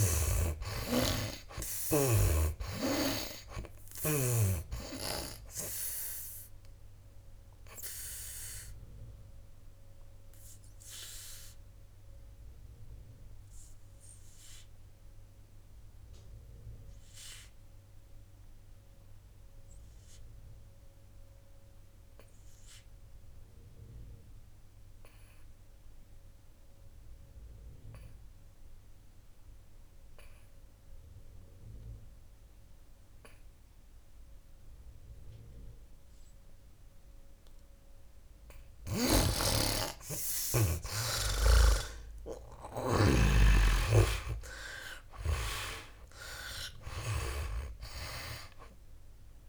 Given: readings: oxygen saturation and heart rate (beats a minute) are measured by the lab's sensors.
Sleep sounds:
breathing in sleep by a room microphone; 1
0.00-4.50 s: snoring (device-marked)
2.50-33.50 s: oxygen desaturation (device-marked, oxygen 95% before, 73% lowest, heart rate 63 before, 58 extreme)
6.00-39.00 s: obstructive apnea (oxygen 95% before, 71% lowest, heart rate 66 before, 58 extreme, up 16 after)
40.50-49.48 s: oxygen desaturation (device-marked, oxygen 96% before, 71% lowest, heart rate 59 before, 57 extreme)
44.50-49.00 s: arousal
From the record:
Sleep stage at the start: N2 (light sleep); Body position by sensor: on the back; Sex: male

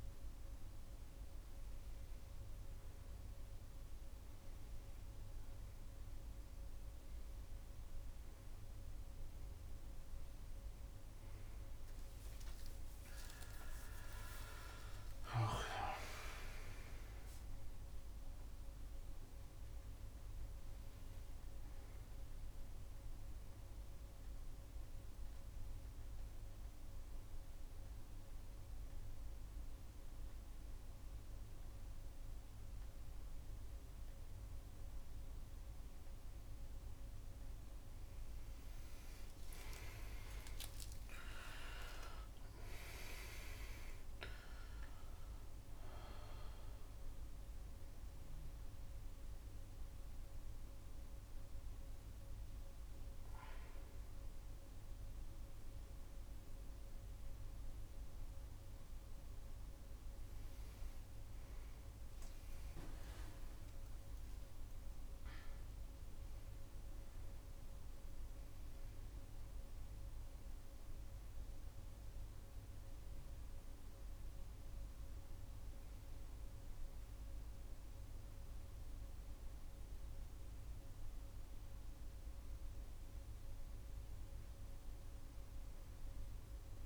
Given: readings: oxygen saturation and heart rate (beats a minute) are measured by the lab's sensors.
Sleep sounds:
breathing in sleep by a room microphone; 1
12.00-16.00 s: arousal
14.00-16.00 s: long interval between heartbeats (device-marked, heart rate 95 before, 87 extreme)
16.00-76.00 s: new sleep stage, N2 (light sleep)
22.00-37.00 s: oxygen desaturation (device-marked, oxygen 98% before, 95% lowest, heart rate 93 before, 91 extreme)
23.00-36.50 s: hypopnea (oxygen 98% before, 92% lowest, heart rate 94 before, 91 extreme, up 52 after)
39.00-42.00 s: arousal
40.50-42.50 s: long interval between heartbeats (device-marked, heart rate 98 before, 128 extreme)
50.00-60.00 s: oxygen desaturation (device-marked, oxygen 99% before, 92% lowest, heart rate 110 before, 85 extreme)
51.50-53.50 s: long interval between heartbeats (device-marked, heart rate 110 before, 100 extreme)
73.50-75.50 s: long interval between heartbeats (device-marked, heart rate 108 before, 104 extreme)
76.00-78.00 s: long interval between heartbeats (device-marked, heart rate 109 before, 131 extreme)
76.00-86.86 s: new sleep stage, awake
From the record:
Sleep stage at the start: N1 (lightest sleep); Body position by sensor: upright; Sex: male

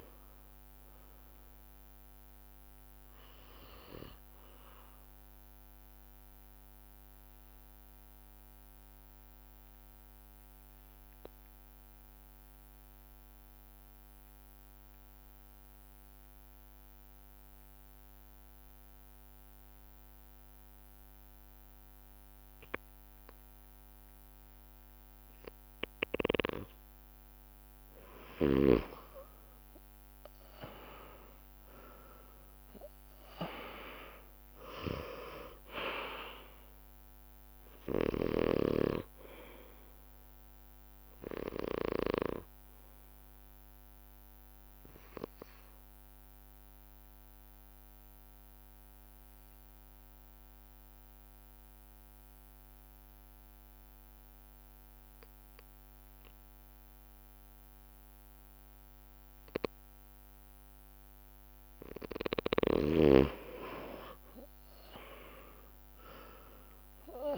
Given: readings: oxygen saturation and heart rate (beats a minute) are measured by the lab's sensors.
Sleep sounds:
breathing in sleep by a microphone on the trachea; 2
0.00-16.00 s: oxygen desaturation (device-marked, oxygen 91% lowest)
0.00-62.00 s: bradycardia (device-marked)
2.00-4.00 s: long interval between heartbeats (device-marked)
6.00-27.50 s: obstructive apnea (oxygen 99% before, 91% lowest)
21.00-23.00 s: drop in pulse transit time (device-marked)
21.50-23.50 s: long interval between heartbeats (device-marked)
29.50-33.00 s: arousal
33.00-53.00 s: oxygen desaturation (device-marked, oxygen 99% before, 93% lowest)
37.50-39.50 s: long interval between heartbeats (device-marked)
43.00-61.50 s: obstructive apnea (oxygen 99% before, 92% lowest)
46.50-48.50 s: long interval between heartbeats (device-marked)
63.00-67.37 s: bradycardia (device-marked)
65.00-67.37 s: arousal
From the record:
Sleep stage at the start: N2 (light sleep); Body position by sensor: on the back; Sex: male

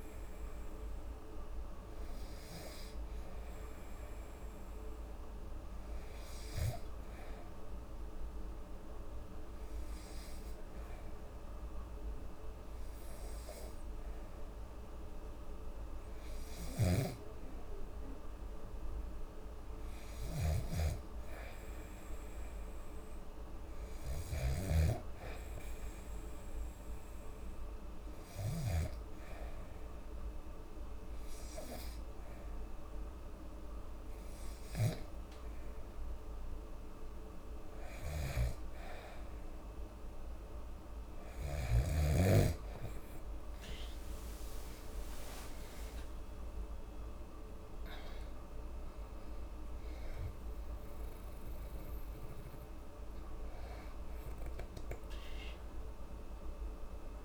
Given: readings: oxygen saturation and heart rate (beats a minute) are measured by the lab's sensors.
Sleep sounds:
breathing in sleep by a room microphone; 2
3.50-14.50 s: hypopnea (oxygen 97% before, 91% lowest, heart rate 72 before, 71 extreme, up 5 after)
17.50-20.50 s: arousal
22.50-40.50 s: oxygen desaturation (device-marked, oxygen 96% before, 91% lowest, heart rate 72 before, 68 extreme)
27.50-37.50 s: hypopnea (oxygen 97% before, 91% lowest, heart rate 74 before, 69 extreme, up 3 after)
37.50-41.50 s: snoring (device-marked)
42.50-46.50 s: arousal
From the record:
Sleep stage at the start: N2 (light sleep); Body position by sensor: on the back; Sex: female

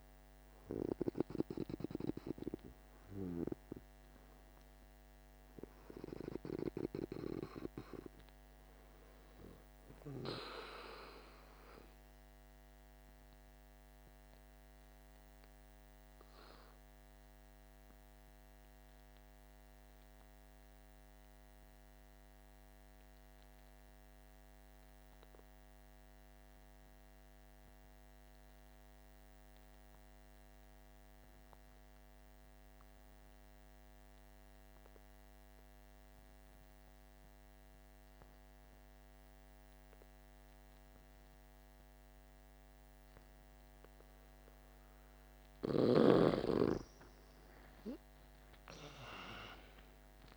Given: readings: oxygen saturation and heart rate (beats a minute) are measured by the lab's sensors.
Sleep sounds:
breathing in sleep by a microphone on the trachea; 1
0.00-20.50 s: oxygen desaturation (device-marked, oxygen 89% lowest, heart rate 49 extreme)
12.00-43.00 s: obstructive apnea (oxygen 98% before, 88% lowest, heart rate 56 before, 48 extreme, up 9 after)
37.50-50.37 s: oxygen desaturation (device-marked, oxygen 99% before, 93% lowest, heart rate 49 before, 47 extreme)
46.50-50.37 s: arousal
From the record:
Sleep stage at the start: N2 (light sleep); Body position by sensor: on the back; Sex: male

